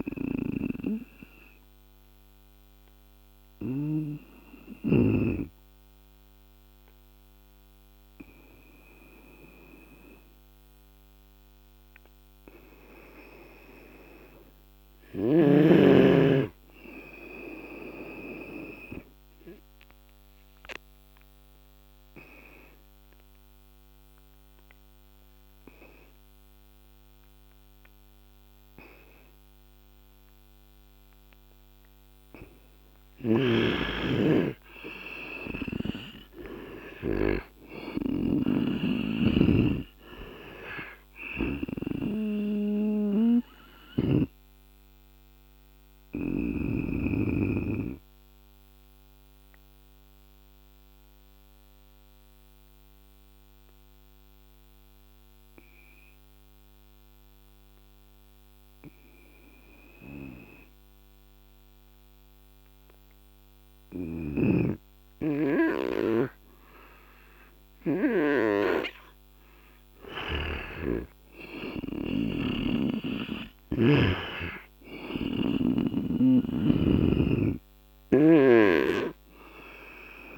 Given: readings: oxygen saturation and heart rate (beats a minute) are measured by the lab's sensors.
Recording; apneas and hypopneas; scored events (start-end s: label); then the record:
breathing in sleep by a microphone on the trachea; 3
0.00-3.50 s: snoring (device-marked)
1.50-14.00 s: hypopnea (oxygen 97% before, 88% lowest, heart rate 75 before, 71 extreme, up 4 after)
14.50-26.50 s: oxygen desaturation (device-marked, oxygen 94% before, 91% lowest, heart rate 75 before, 72 extreme)
15.50-18.00 s: arousal
20.50-33.50 s: obstructive apnea (oxygen 97% before, 88% lowest, heart rate 74 before, 73 extreme, up 7 after)
35.00-38.50 s: arousal
37.50-41.00 s: snoring (device-marked)
48.00-64.00 s: obstructive apnea (oxygen 96% before, 88% lowest, heart rate 77 before, 72 extreme, up 5 after)
59.50-62.50 s: oxygen desaturation (device-marked, oxygen 94% before, 88% lowest, heart rate 76 before, 74 extreme)
63.50-70.00 s: snoring (device-marked)
66.00-70.50 s: arousal
74.50-78.00 s: snoring (device-marked)
From the record:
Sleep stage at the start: N2 (light sleep); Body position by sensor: on the right side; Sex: male